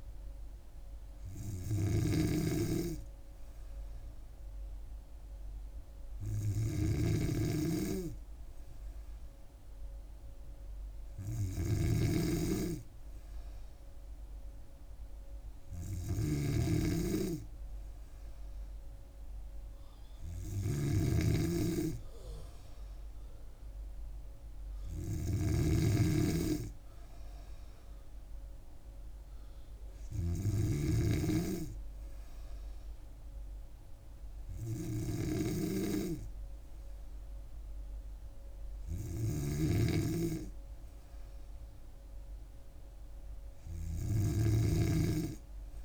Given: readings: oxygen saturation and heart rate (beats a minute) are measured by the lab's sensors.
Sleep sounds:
breathing in sleep by a room microphone; none
0.00-31.00 s: snoring (device-marked)
39.00-45.85 s: snoring (device-marked)
From the record:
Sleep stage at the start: N3 (deep sleep); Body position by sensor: on the back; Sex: female

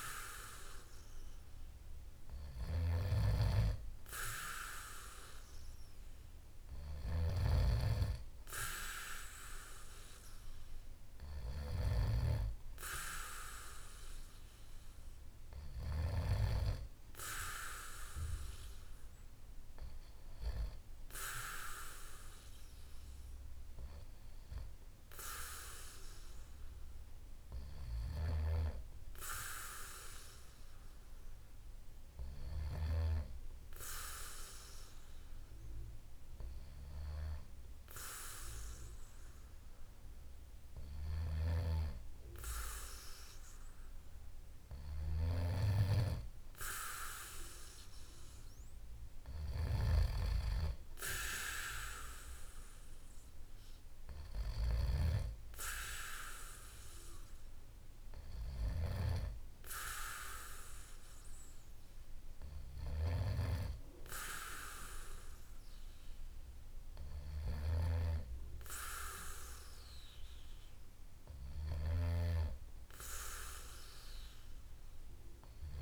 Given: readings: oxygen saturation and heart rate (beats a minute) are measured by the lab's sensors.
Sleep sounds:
a person partly awake in a sleep study, by a room microphone; none
26.50-56.50 s: new sleep stage, awake
56.50-75.82 s: new sleep stage, N2 (light sleep)
From the record:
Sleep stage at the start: N2 (light sleep); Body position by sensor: on the back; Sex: male

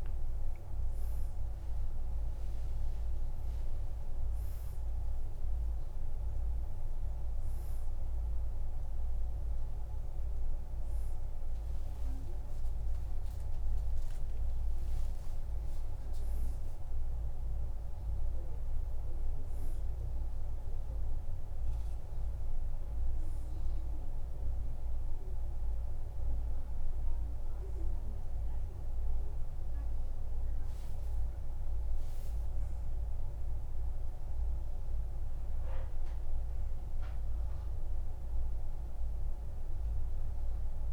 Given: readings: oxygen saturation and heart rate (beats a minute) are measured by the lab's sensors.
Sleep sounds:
a person partly awake in a sleep study, hard to hear, by a room microphone; none
0.00-16.50 s: oxygen desaturation (device-marked, oxygen 94% lowest, heart rate 55 extreme)
10.50-16.50 s: tachycardia (device-marked, heart rate 58 before, 119 extreme)
12.00-14.00 s: long interval between heartbeats (device-marked, heart rate 58 before, 78 extreme)
14.00-16.00 s: long interval between heartbeats (device-marked, heart rate 61 before, 110 extreme)
21.50-40.93 s: new sleep stage, awake
From the record:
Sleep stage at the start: N2 (light sleep); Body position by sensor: on the back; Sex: male

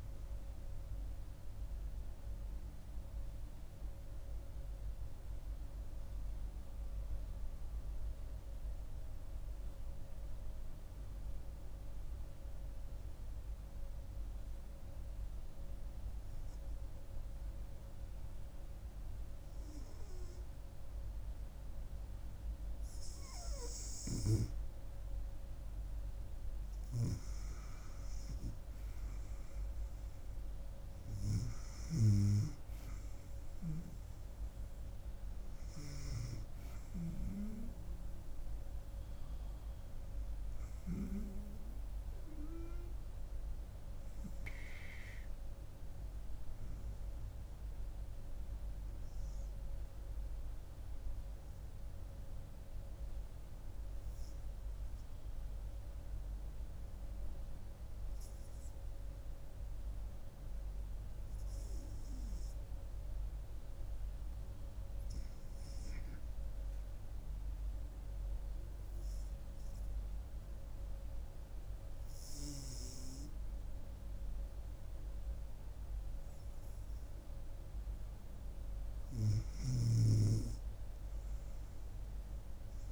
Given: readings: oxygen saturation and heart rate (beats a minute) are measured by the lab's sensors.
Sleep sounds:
breathing in sleep by a room microphone; 2
0.00-1.00 s: arousal
2.50-24.00 s: hypopnea (oxygen 98% before, 91% lowest, heart rate 70 before, 71 extreme, up 7 after)
23.50-47.50 s: oxygen desaturation (device-marked, oxygen 97% before, 91% lowest, heart rate 72 before, 71 extreme)
26.00-29.00 s: arousal
29.50-82.92 s: new sleep stage, REM sleep
42.00-76.50 s: hypopnea (oxygen 97% before, 89% lowest, heart rate 77 before, 71 extreme, up 5 after)
78.00-81.50 s: arousal
78.50-82.92 s: oxygen desaturation (device-marked, oxygen 97% before, 89% lowest, heart rate 73 before, 78 extreme)
From the record:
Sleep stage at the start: N2 (light sleep); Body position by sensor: on the back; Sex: female

